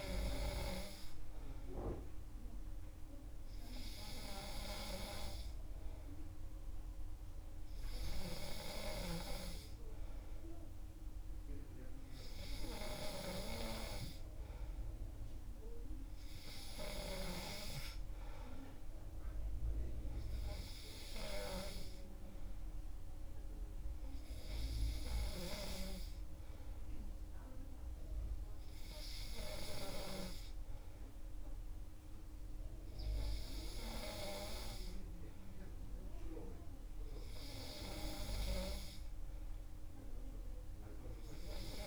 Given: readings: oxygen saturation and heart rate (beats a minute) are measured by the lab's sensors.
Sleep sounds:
breathing in sleep by a room microphone; none
none scored
From the record:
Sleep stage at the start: N2 (light sleep); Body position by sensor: on the back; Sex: male

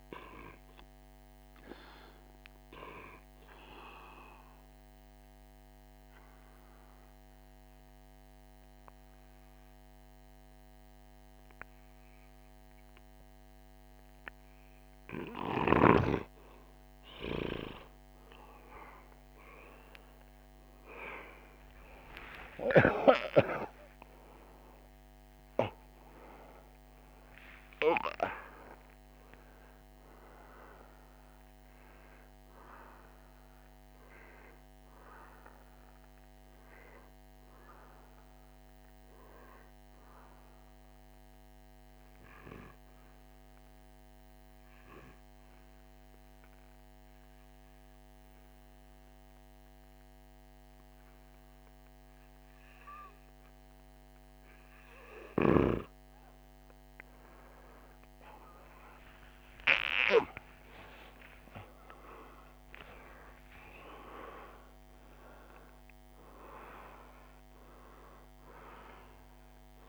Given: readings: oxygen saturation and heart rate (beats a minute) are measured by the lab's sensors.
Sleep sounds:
breathing in sleep by a microphone on the trachea; 2
3.00-14.50 s: obstructive apnea (oxygen 97% before, 96% lowest, heart rate 55 before, 49 extreme, up 3 after)
21.00-26.00 s: arousal
44.00-54.50 s: obstructive apnea (oxygen 98% before, 96% lowest, heart rate 52 before, 48 extreme, up 12 after)
56.50-61.50 s: arousal
From the record:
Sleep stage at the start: N2 (light sleep); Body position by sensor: on the back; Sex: male

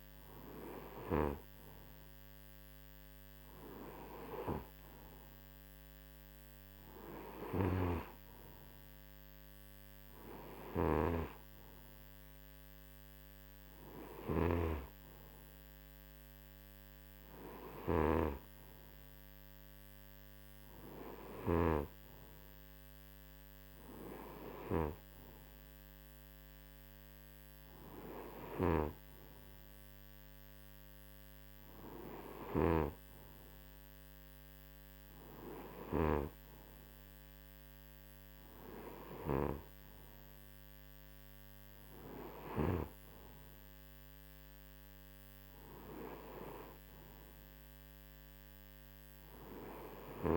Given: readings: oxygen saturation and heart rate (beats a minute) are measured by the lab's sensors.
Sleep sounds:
breathing in sleep by a microphone on the trachea; none
10.50-21.50 s: snoring (device-marked)
28.00-36.00 s: snoring (device-marked)
From the record:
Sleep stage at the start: N2 (light sleep); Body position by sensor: on the right side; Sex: male

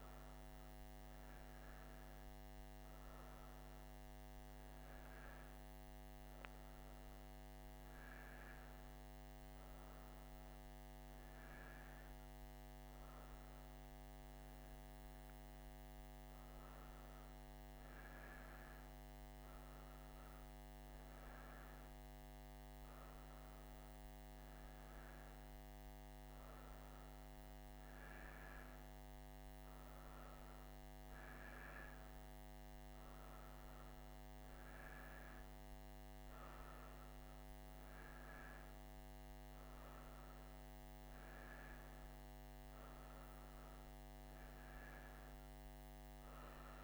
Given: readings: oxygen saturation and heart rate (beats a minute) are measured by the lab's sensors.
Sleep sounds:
breathing in sleep, hard to hear, by a microphone on the trachea; none
none scored
From the record:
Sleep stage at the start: N1 (lightest sleep); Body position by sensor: on the right side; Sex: female

